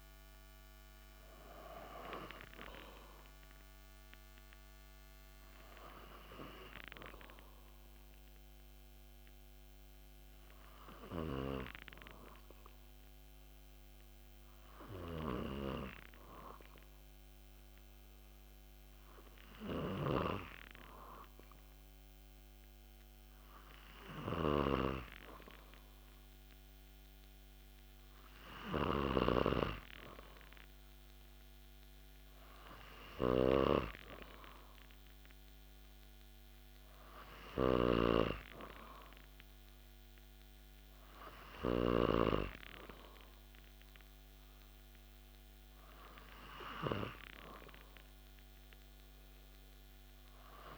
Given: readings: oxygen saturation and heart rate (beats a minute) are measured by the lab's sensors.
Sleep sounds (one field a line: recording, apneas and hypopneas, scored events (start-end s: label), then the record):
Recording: breathing in sleep by a microphone on the trachea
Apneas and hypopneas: 1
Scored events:
10.00-28.00 s: obstructive apnea (oxygen 95% before, 92% lowest)
30.50-34.50 s: arousal
35.50-50.50 s: oxygen desaturation (device-marked, oxygen 96% before, 92% lowest)
37.50-42.00 s: snoring (device-marked)
From the record:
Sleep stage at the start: N2 (light sleep)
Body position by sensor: on the back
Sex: male